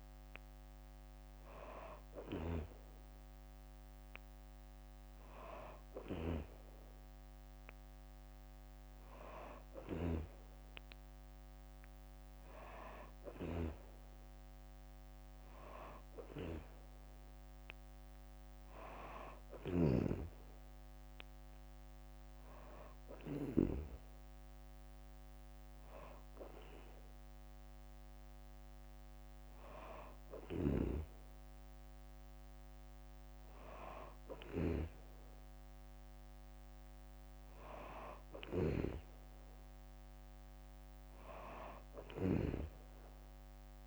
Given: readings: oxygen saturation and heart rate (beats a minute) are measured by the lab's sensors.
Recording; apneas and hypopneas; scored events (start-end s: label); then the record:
breathing in sleep by a microphone on the trachea; none
19.00-23.50 s: snoring (device-marked)
30.00-42.50 s: snoring (device-marked)
From the record:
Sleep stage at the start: N3 (deep sleep); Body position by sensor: on the back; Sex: female